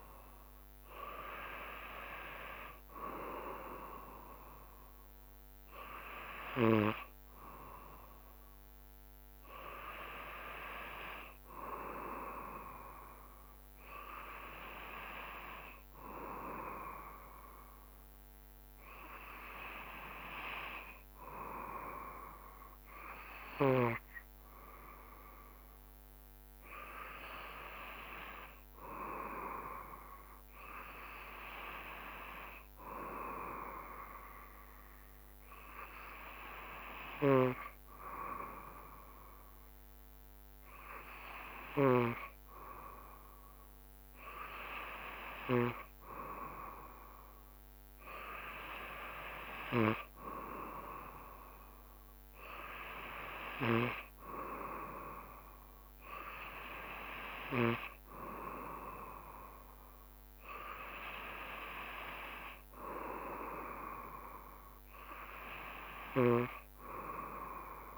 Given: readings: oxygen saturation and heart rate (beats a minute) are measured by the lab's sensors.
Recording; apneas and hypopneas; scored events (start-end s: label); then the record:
breathing in sleep by a microphone on the trachea; none
41.00-56.00 s: drop in pulse transit time (device-marked, heart rate 69 before, 67 extreme)
59.50-61.50 s: long interval between heartbeats (device-marked, heart rate 68 before, 69 extreme)
From the record:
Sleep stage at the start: N2 (light sleep); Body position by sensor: on the back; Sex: male